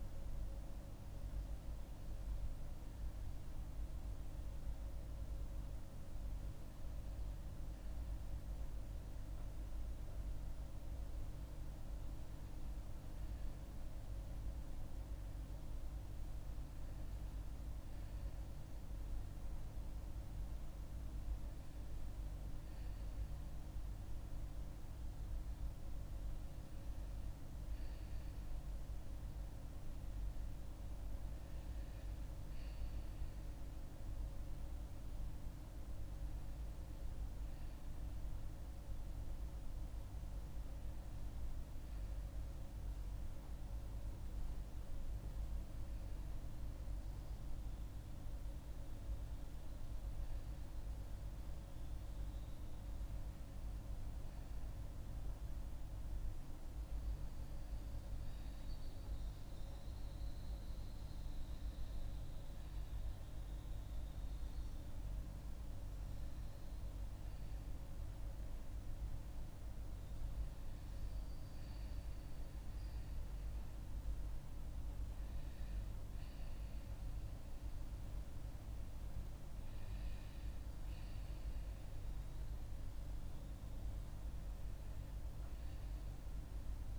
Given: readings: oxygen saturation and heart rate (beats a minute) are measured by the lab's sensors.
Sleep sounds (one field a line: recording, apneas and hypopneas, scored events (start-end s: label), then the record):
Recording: breathing in sleep, hard to hear, by a room microphone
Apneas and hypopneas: none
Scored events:
none scored
From the record:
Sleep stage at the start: N1 (lightest sleep)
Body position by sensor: on the back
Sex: female